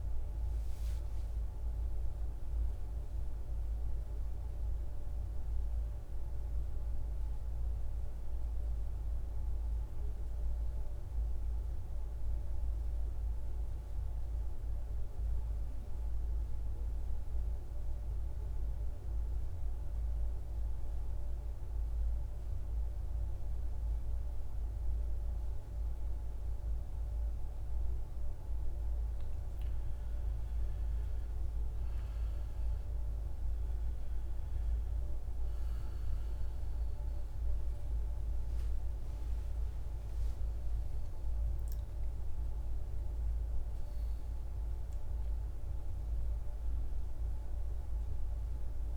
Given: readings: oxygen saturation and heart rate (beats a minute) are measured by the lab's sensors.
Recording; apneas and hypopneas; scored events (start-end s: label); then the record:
breathing in sleep, hard to hear, by a room microphone; 1
0.00-5.00 s: oxygen desaturation (device-marked, oxygen 89% lowest, heart rate 56 extreme)
13.00-28.50 s: central apnea (oxygen 98% before, 88% lowest, heart rate 65 before, 56 extreme, up 14 after)
30.50-34.50 s: arousal
31.00-48.97 s: oxygen desaturation (device-marked, oxygen 98% before, 88% lowest, heart rate 58 before, 55 extreme)
From the record:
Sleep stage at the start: N2 (light sleep); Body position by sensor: on the back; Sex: male